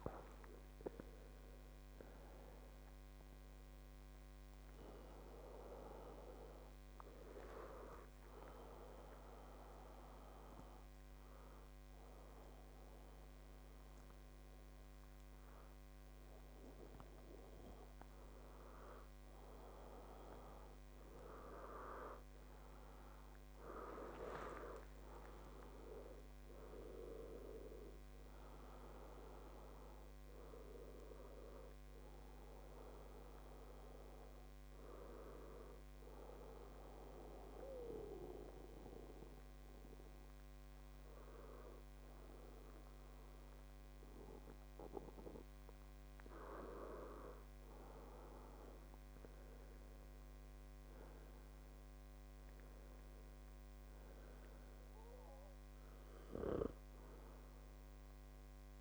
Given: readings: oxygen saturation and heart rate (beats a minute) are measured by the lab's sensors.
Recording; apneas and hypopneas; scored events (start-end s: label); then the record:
breathing in sleep by a microphone on the trachea; 1
5.00-8.00 s: arousal
10.50-21.00 s: hypopnea (oxygen 96% before, 94% lowest, heart rate 75 before, 69 extreme, up 5 after)
22.50-25.50 s: arousal
From the record:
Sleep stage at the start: N2 (light sleep); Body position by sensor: on the back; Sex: male